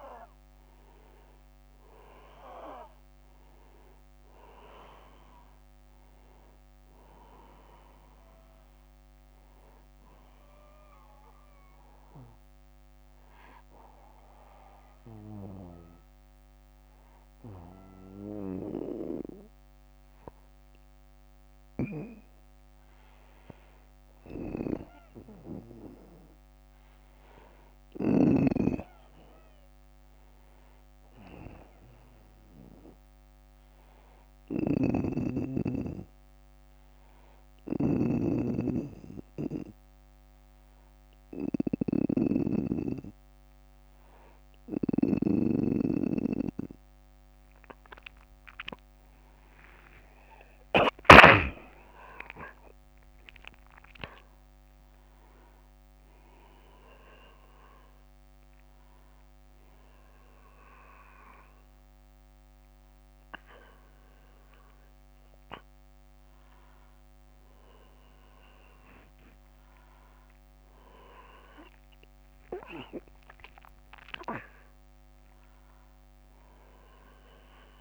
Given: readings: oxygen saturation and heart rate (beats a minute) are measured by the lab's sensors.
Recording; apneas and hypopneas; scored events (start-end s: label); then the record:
a person partly awake in a sleep study, by a microphone on the trachea; 2
0.00-5.00 s: arousal
0.00-24.50 s: oxygen desaturation (device-marked, oxygen 90% lowest, heart rate 57 extreme)
10.50-21.50 s: obstructive apnea (oxygen 96% before, 90% lowest, heart rate 66 before, 57 extreme, up 8 after)
21.00-27.50 s: snoring (device-marked)
25.00-28.50 s: arousal
34.00-46.50 s: hypopnea (oxygen 98% before, 94% lowest, heart rate 62 before, 63 extreme, up 20 after)
34.00-50.50 s: snoring (device-marked)
46.50-76.50 s: new sleep stage, awake
76.50-77.81 s: new sleep stage, N2 (light sleep)
From the record:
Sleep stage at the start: N2 (light sleep); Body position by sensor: on the back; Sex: male